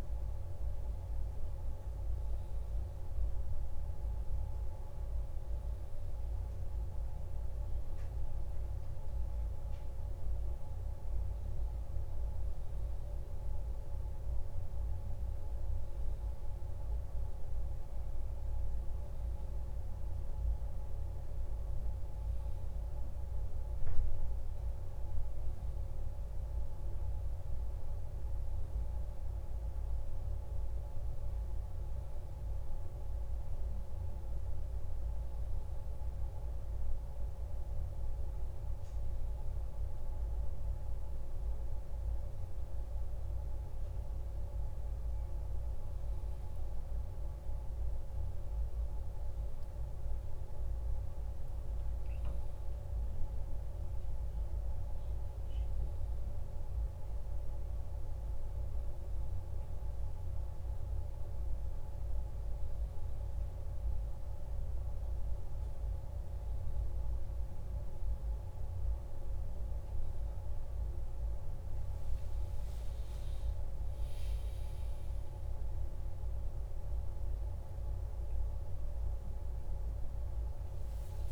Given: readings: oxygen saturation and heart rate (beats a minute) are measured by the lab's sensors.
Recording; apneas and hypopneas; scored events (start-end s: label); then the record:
breathing in sleep, hard to hear, by a room microphone; none
79.50-81.32 s: new sleep stage, awake
From the record:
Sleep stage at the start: N1 (lightest sleep); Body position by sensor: on the back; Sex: male